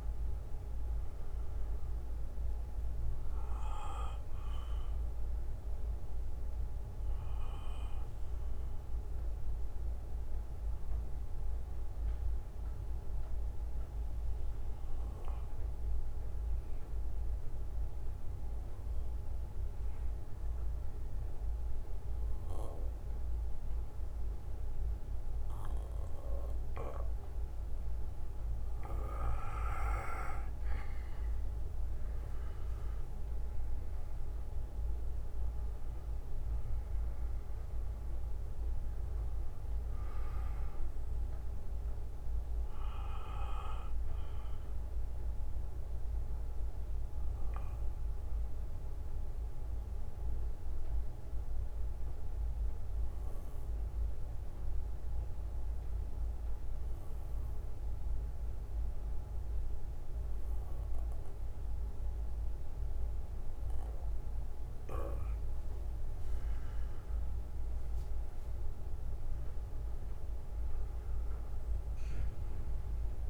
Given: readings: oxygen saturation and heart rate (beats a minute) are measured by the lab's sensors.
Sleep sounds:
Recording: breathing in sleep by a room microphone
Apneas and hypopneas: 2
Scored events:
1.00-27.00 s: bradycardia (device-marked, heart rate 61 before, 50 extreme)
7.50-32.00 s: obstructive apnea (oxygen 97% before, 90% lowest, heart rate 61 before, 49 extreme, up 16 after)
34.00-38.00 s: arousal
37.00-66.00 s: oxygen desaturation (device-marked, oxygen 96% before, 90% lowest, heart rate 58 before, 49 extreme)
40.00-59.00 s: bradycardia (device-marked, heart rate 60 before, 49 extreme)
44.50-65.50 s: central apnea (oxygen 96% before, 90% lowest, heart rate 62 before, 49 extreme, up 18 after)
61.00-64.00 s: bradycardia (device-marked, heart rate 60 before, 52 extreme)
From the record:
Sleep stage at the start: N2 (light sleep)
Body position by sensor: on the back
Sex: male

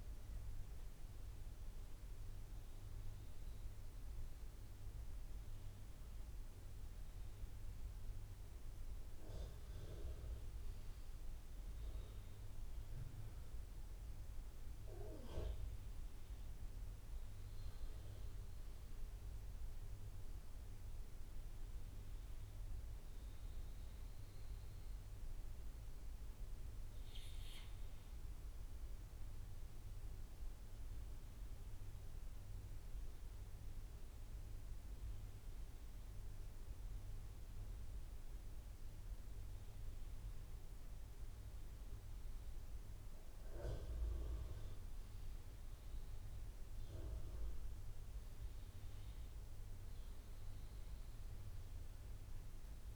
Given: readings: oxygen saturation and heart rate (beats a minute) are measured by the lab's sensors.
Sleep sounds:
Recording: breathing in sleep, hard to hear, by a room microphone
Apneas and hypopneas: none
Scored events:
none scored
From the record:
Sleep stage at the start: N2 (light sleep)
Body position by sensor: on the right side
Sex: male

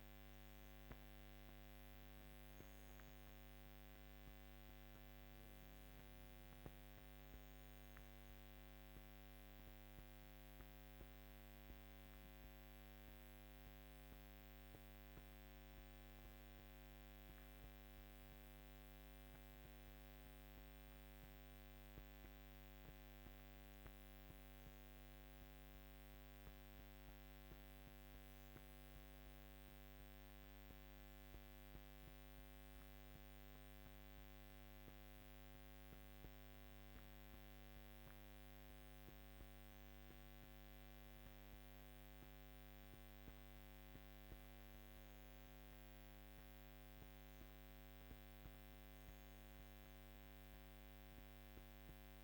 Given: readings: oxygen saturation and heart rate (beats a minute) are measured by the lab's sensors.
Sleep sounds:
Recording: breathing in sleep, hard to hear, by a microphone on the trachea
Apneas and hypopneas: 1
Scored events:
13.50-37.50 s: hypopnea (oxygen 95% before, 95% lowest, heart rate 59 before, 56 extreme, up 1 after)
40.00-44.00 s: arousal
From the record:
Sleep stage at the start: REM sleep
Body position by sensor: on the back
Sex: female

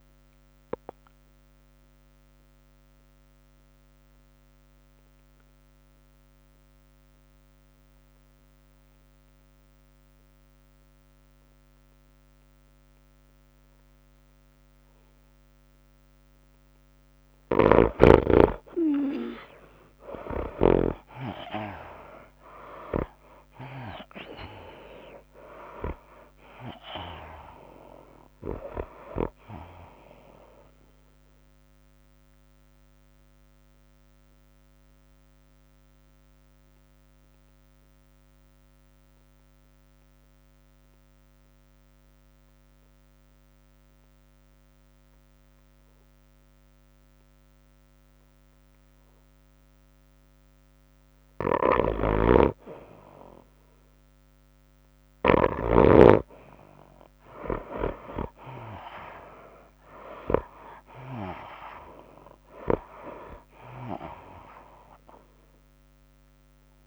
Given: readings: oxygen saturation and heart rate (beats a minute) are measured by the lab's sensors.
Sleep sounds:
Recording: breathing in sleep by a microphone on the trachea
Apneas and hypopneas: 2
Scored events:
0.00-4.50 s: oxygen desaturation (device-marked, oxygen 73% lowest, heart rate 97 extreme)
0.00-6.50 s: drop in pulse transit time (device-marked, heart rate 103 extreme)
0.00-6.50 s: tachycardia (device-marked, heart rate 108 extreme)
0.50-17.50 s: obstructive apnea (oxygen 95% before, 81% lowest, heart rate 102 before, 97 extreme, up 6 after)
17.50-37.50 s: oxygen desaturation (device-marked, oxygen 98% before, 81% lowest, heart rate 102 before, 93 extreme)
20.00-24.00 s: arousal
20.50-39.50 s: tachycardia (device-marked, heart rate 96 before, 106 extreme)
23.50-36.50 s: drop in pulse transit time (device-marked, heart rate 100 before, 101 extreme)
33.00-51.50 s: obstructive apnea (oxygen 98% before, 81% lowest, heart rate 101 before, 93 extreme, up 5 after)
46.50-66.87 s: oxygen desaturation (device-marked, oxygen 97% before, 81% lowest, heart rate 103 before, 93 extreme)
52.50-56.50 s: snoring (device-marked)
54.50-58.00 s: arousal
58.50-66.87 s: tachycardia (device-marked, heart rate 97 before, 105 extreme)
59.50-66.87 s: drop in pulse transit time (device-marked, heart rate 97 before, 99 extreme)
From the record:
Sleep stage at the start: N2 (light sleep)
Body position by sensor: on the right side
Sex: female

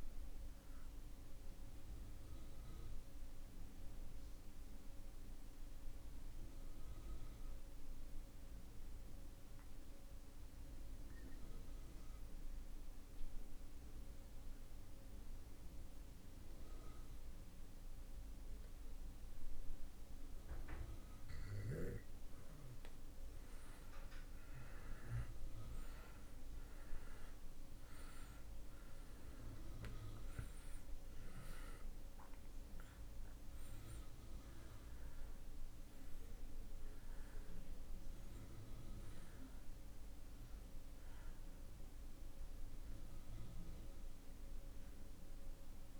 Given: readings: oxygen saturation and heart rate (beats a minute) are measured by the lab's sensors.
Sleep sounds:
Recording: breathing in sleep, hard to hear, by a room microphone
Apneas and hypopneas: 1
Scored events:
0.00-14.00 s: oxygen desaturation (device-marked, oxygen 84% lowest)
0.50-20.50 s: obstructive apnea (oxygen 97% before, 78% lowest)
22.50-26.00 s: arousal
27.00-45.99 s: oxygen desaturation (device-marked, oxygen 95% before, 78% lowest)
From the record:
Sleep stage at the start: N2 (light sleep)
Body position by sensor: on the back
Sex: male

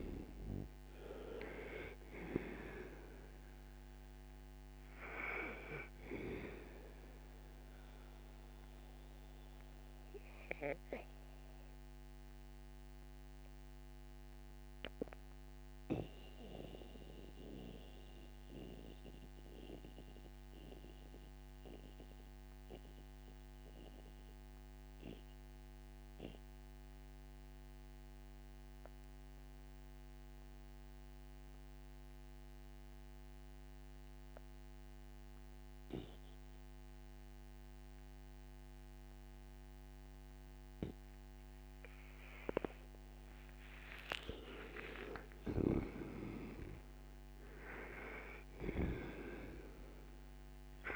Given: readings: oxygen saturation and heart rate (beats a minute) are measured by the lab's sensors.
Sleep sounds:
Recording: breathing in sleep by a microphone on the trachea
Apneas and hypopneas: 1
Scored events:
0.00-29.50 s: oxygen desaturation (device-marked, oxygen 79% lowest, heart rate 59 extreme)
7.00-43.00 s: mixed apnea (oxygen 98% before, 79% lowest, heart rate 66 before, 59 extreme, up 16 after)
44.00-48.50 s: arousal
44.50-50.95 s: oxygen desaturation (device-marked, oxygen 98% before, 82% lowest, heart rate 60 before, 59 extreme)
From the record:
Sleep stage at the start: N2 (light sleep)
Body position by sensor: on the right side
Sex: male

